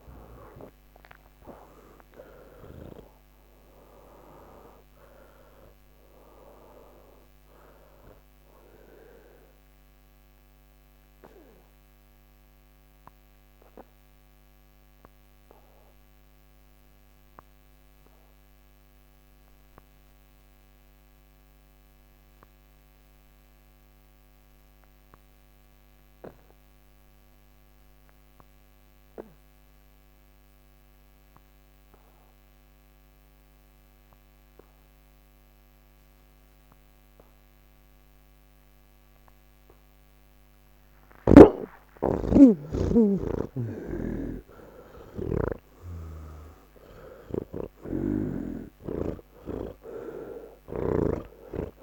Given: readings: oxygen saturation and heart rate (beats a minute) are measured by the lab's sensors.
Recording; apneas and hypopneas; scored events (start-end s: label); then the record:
breathing in sleep by a microphone on the trachea; 1
10.50-24.50 s: oxygen desaturation (device-marked, oxygen 95% before, 82% lowest, heart rate 100 before, 76 extreme)
11.00-40.00 s: obstructive apnea (oxygen 98% before, 78% lowest, heart rate 100 before, 69 extreme, up 2 after)
35.50-51.83 s: oxygen desaturation (device-marked, oxygen 99% before, 78% lowest, heart rate 110 before, 52 extreme)
46.00-51.00 s: snoring (device-marked)
From the record:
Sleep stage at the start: N3 (deep sleep); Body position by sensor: on the back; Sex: male